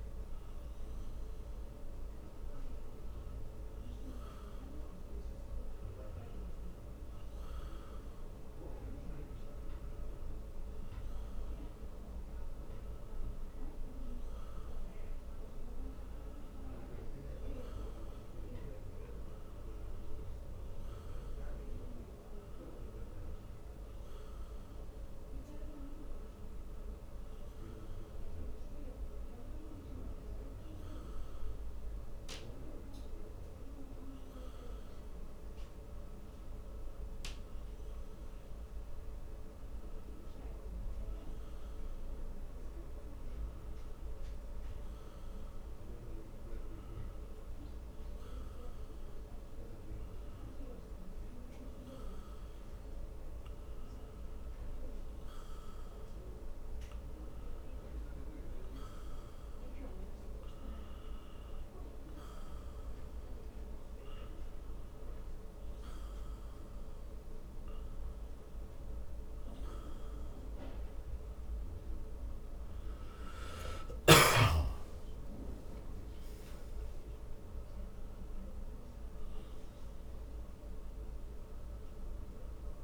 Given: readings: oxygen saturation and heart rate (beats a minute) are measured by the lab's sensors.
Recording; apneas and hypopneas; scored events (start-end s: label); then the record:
breathing in sleep, hard to hear, by a room microphone; none
75.50-79.50 s: arousal
From the record:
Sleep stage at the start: N1 (lightest sleep); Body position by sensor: on the back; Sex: male